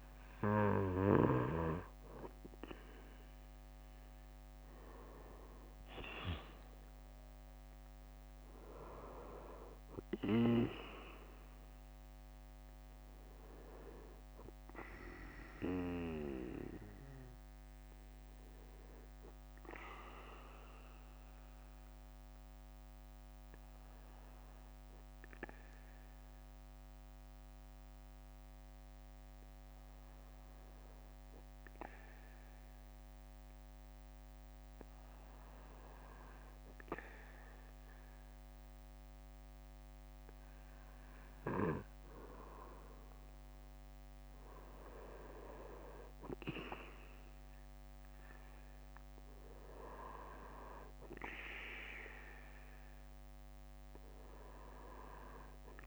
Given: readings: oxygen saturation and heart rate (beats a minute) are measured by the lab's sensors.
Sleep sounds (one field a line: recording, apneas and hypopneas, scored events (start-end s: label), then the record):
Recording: breathing in sleep by a microphone on the trachea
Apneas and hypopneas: 1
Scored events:
0.00-2.00 s: arousal
14.50-41.50 s: bradycardia (device-marked, heart rate 59 before, 53 extreme)
20.00-40.00 s: obstructive apnea (oxygen 97% before, 95% lowest, heart rate 60 before, 53 extreme, up 6 after)
45.00-48.00 s: arousal
49.50-55.87 s: bradycardia (device-marked, heart rate 59 before, 57 extreme)
From the record:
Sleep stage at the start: N2 (light sleep)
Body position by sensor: on the back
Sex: male